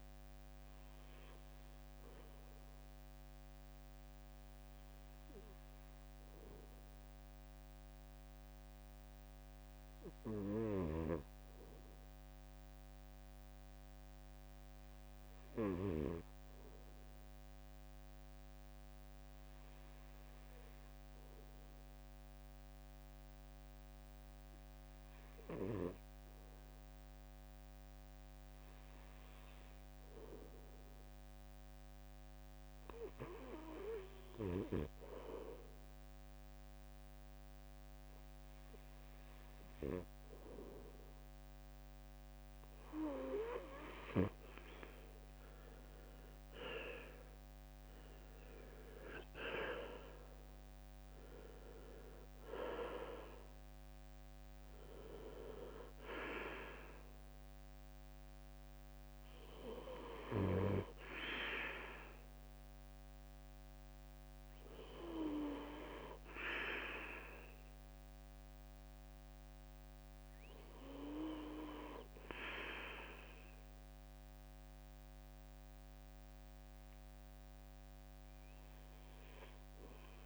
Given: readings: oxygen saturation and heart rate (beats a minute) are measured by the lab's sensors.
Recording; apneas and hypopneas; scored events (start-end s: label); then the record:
breathing in sleep by a microphone on the trachea; 1
0.00-1.50 s: arousal
6.50-31.00 s: obstructive apnea (oxygen 94% before, 87% lowest, heart rate 67 before, 64 extreme, up 5 after)
25.00-76.00 s: oxygen desaturation (device-marked, oxygen 96% before, 87% lowest, heart rate 65 before, 63 extreme)
32.50-35.00 s: arousal
47.00-74.00 s: drop in pulse transit time (device-marked, heart rate 66 before, 68 extreme)
From the record:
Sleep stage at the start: N2 (light sleep); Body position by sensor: on the right side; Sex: male